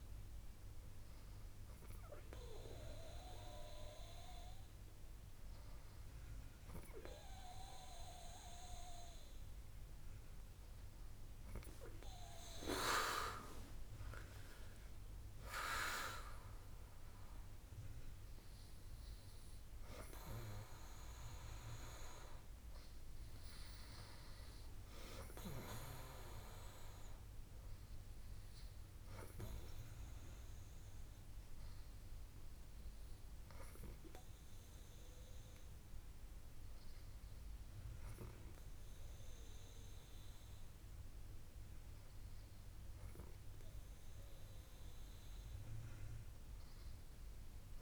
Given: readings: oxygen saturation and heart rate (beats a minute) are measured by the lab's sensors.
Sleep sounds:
breathing in sleep by a room microphone; none
none scored
From the record:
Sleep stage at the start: N2 (light sleep); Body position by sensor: on the back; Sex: female

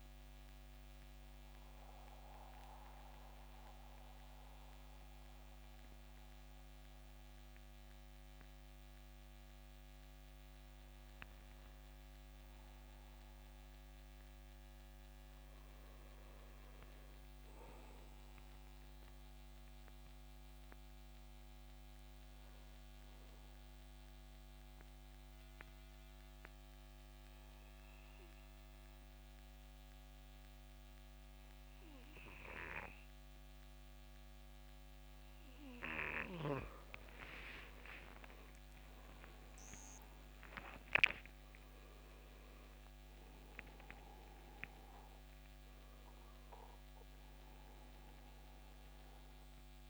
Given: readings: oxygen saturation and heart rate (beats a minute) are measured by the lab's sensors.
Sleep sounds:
breathing in sleep by a microphone on the trachea; 2
0.00-5.50 s: oxygen desaturation (device-marked, oxygen 83% lowest, heart rate 70 extreme)
0.50-10.50 s: central apnea (oxygen 93% before, 85% lowest, heart rate 85 before, 70 extreme, up 5 after)
7.50-49.90 s: new sleep stage, N2 (light sleep)
12.00-15.50 s: arousal
18.50-35.50 s: obstructive apnea (oxygen 97% before, 85% lowest, heart rate 75 before, 73 extreme, up 12 after)
23.50-49.90 s: oxygen desaturation (device-marked, oxygen 96% before, 85% lowest, heart rate 73 before, 70 extreme)
37.00-41.50 s: arousal
From the record:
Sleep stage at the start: N1 (lightest sleep); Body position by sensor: on the back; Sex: male

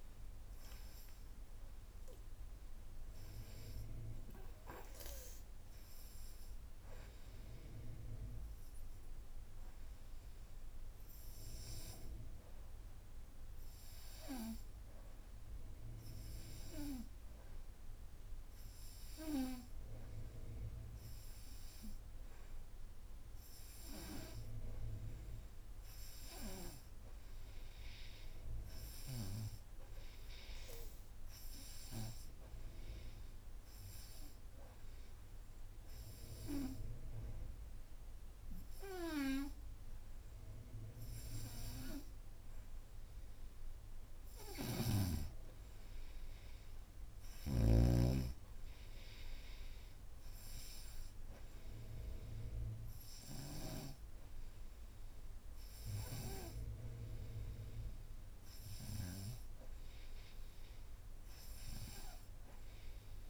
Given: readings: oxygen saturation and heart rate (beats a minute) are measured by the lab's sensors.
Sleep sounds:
breathing in sleep by a room microphone; none
50.00-60.00 s: oxygen desaturation (device-marked, oxygen 94% before, 91% lowest, heart rate 80 before, 47 extreme)
From the record:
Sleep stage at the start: N2 (light sleep); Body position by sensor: upright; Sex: female

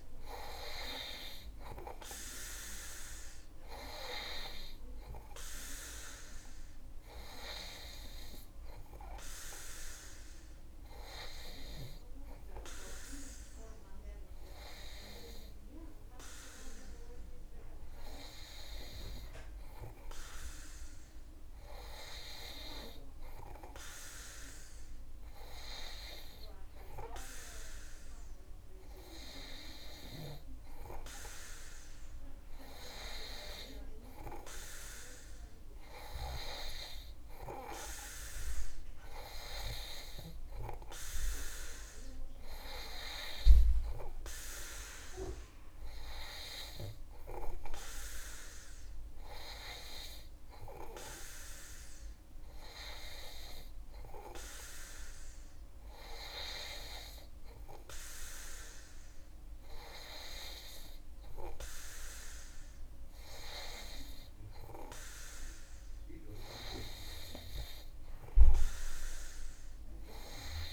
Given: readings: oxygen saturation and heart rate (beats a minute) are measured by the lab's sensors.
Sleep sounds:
breathing in sleep by a room microphone; none
none scored
From the record:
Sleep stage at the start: N2 (light sleep); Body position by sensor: on the back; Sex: male

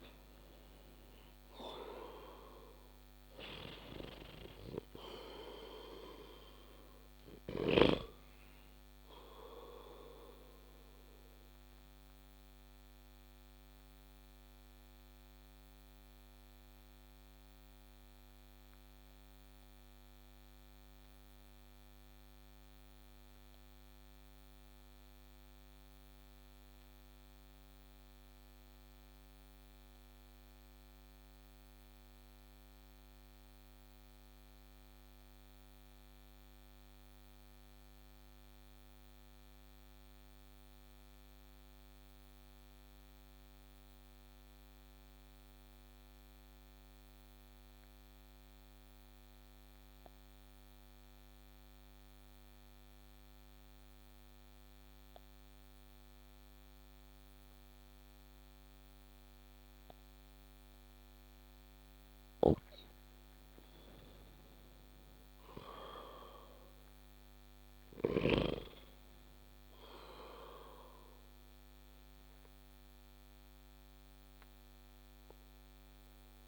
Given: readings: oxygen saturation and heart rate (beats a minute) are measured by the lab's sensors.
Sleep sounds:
breathing in sleep by a microphone on the trachea; 1
0.00-1.00 s: arousal
10.50-62.00 s: obstructive apnea (oxygen 98% before, 91% lowest)
57.00-76.47 s: oxygen desaturation (device-marked, oxygen 98% before, 93% lowest)
61.50-68.00 s: snoring (device-marked)
63.00-67.50 s: arousal
From the record:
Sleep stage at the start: N2 (light sleep); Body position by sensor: on the back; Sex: male

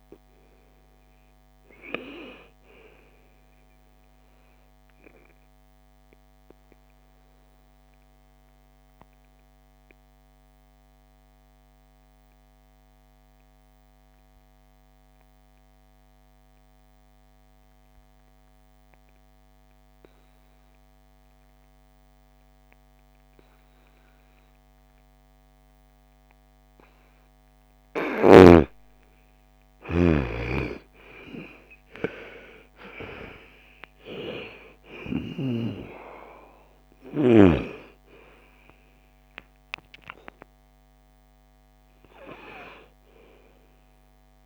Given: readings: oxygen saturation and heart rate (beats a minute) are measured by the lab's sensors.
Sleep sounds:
breathing in sleep by a microphone on the trachea; 1
0.00-11.00 s: oxygen desaturation (device-marked, oxygen 82% lowest, heart rate 52 extreme)
5.00-27.00 s: obstructive apnea (oxygen 98% before, 81% lowest, heart rate 57 before, 56 extreme, up 12 after)
26.00-44.46 s: oxygen desaturation (device-marked, oxygen 98% before, 81% lowest, heart rate 59 before, 49 extreme)
28.50-32.00 s: arousal
From the record:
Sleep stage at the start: N2 (light sleep); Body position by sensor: on the right side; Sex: female

